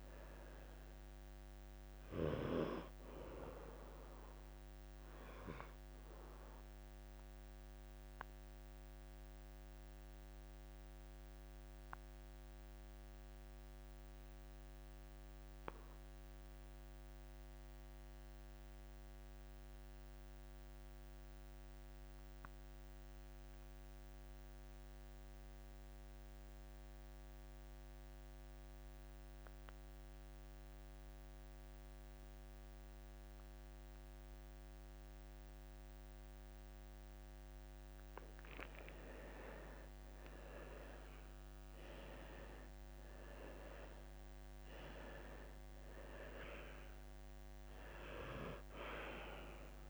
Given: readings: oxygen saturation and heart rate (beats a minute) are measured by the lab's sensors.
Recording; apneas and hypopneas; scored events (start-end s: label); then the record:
breathing in sleep by a microphone on the trachea; 1
0.00-2.00 s: long interval between heartbeats (device-marked, heart rate 60 before, 93 extreme)
0.00-25.00 s: oxygen desaturation (device-marked, oxygen 87% lowest, heart rate 51 extreme)
6.50-38.50 s: mixed apnea (oxygen 97% before, 84% lowest, heart rate 69 before, 51 extreme, up 34 after)
16.00-18.00 s: long interval between heartbeats (device-marked, heart rate 67 before, 60 extreme)
38.00-49.90 s: oxygen desaturation (device-marked, oxygen 97% before, 84% lowest, heart rate 58 before, 50 extreme)
38.50-40.50 s: long interval between heartbeats (device-marked, heart rate 58 before, 62 extreme)
40.50-42.50 s: long interval between heartbeats (device-marked, heart rate 57 before, 82 extreme)
40.50-44.00 s: arousal
From the record:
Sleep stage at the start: N2 (light sleep); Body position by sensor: on the back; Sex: male